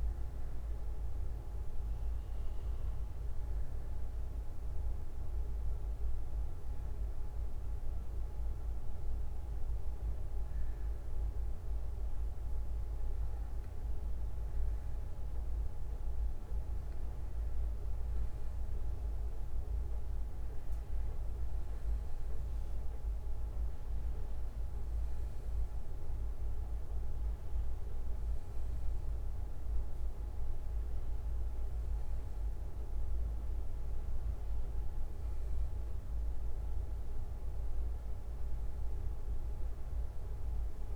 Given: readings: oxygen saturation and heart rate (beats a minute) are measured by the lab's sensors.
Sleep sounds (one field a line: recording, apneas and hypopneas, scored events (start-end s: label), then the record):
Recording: breathing in sleep, hard to hear, by a room microphone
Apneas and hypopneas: none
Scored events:
1.50-8.50 s: bradycardia (device-marked, heart rate 65 before, 58 extreme)
From the record:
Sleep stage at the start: N1 (lightest sleep)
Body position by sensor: on the back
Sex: male